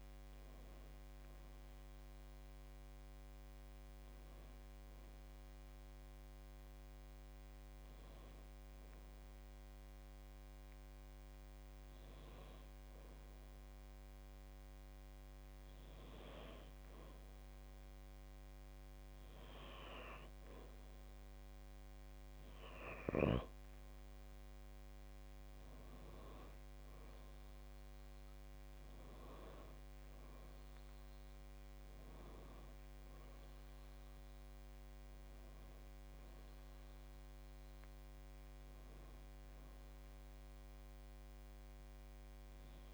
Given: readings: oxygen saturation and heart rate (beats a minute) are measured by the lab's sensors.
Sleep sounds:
breathing in sleep, hard to hear, by a microphone on the trachea; 1
0.00-3.50 s: oxygen desaturation (device-marked, oxygen 90% lowest, heart rate 53 extreme)
6.50-22.50 s: hypopnea (oxygen 98% before, 93% lowest, heart rate 56 before, 51 extreme, up 2 after)
25.00-29.00 s: arousal
From the record:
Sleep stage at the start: N2 (light sleep); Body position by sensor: on the back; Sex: female

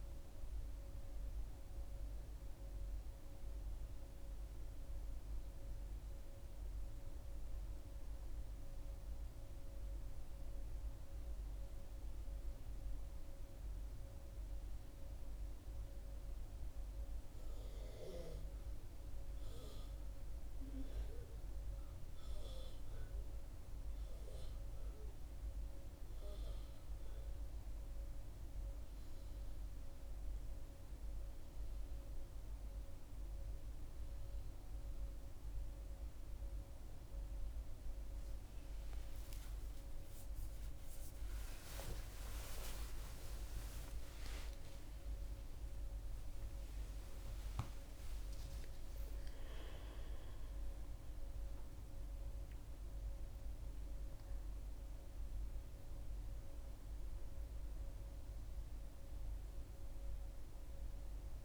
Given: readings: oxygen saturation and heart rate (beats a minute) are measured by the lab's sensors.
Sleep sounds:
a person partly awake in a sleep study, hard to hear, by a room microphone; 1
7.00-19.00 s: hypopnea (oxygen 100% before, 96% lowest, heart rate 64 before, 58 extreme, up 4 after)
20.50-24.50 s: arousal
40.00-61.45 s: new sleep stage, awake
From the record:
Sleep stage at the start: N2 (light sleep); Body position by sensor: on the back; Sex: female

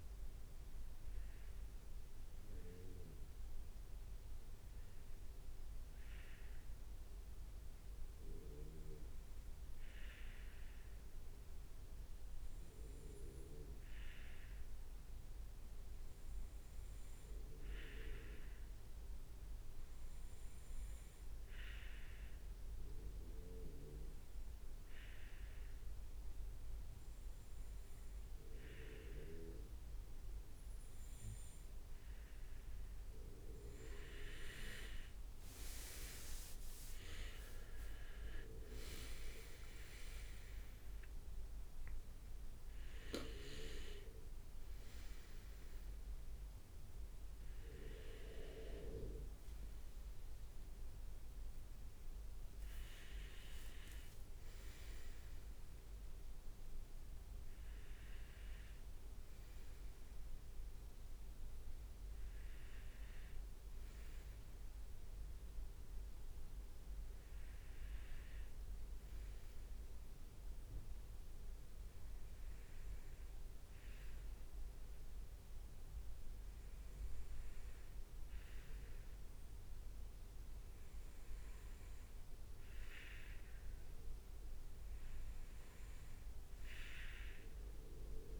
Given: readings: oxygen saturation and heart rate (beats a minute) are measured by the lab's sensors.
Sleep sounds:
breathing in sleep by a room microphone; 1
7.00-31.00 s: hypopnea (oxygen 99% before, 93% lowest, heart rate 68 before, 64 extreme, up 4 after)
29.50-59.50 s: new sleep stage, N1 (lightest sleep)
34.00-41.00 s: leg movement (device-marked)
36.00-41.00 s: arousal
59.50-88.39 s: new sleep stage, N2 (light sleep)
65.50-68.50 s: oxygen desaturation (device-marked, oxygen 99% before, 93% lowest, heart rate 68 before, 65 extreme)
From the record:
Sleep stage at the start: N2 (light sleep); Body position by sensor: on the right side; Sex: male

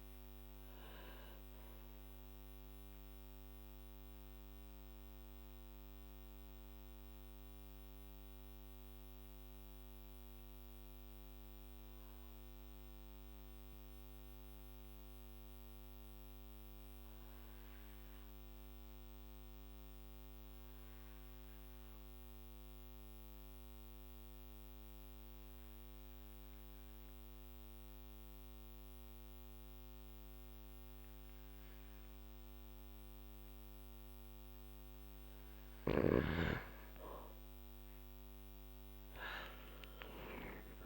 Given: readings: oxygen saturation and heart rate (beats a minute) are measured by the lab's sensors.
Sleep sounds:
breathing in sleep, hard to hear, by a microphone on the trachea; 1
0.50-36.00 s: mixed apnea (oxygen 99% before, 94% lowest, heart rate 58 before, 49 extreme, up 3 after)
12.50-23.50 s: oxygen desaturation (device-marked, oxygen 97% before, 94% lowest, heart rate 57 before, 49 extreme)
39.00-40.86 s: long interval between heartbeats (device-marked, heart rate 54 before, 56 extreme)
From the record:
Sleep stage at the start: N2 (light sleep); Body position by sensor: on the back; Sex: male

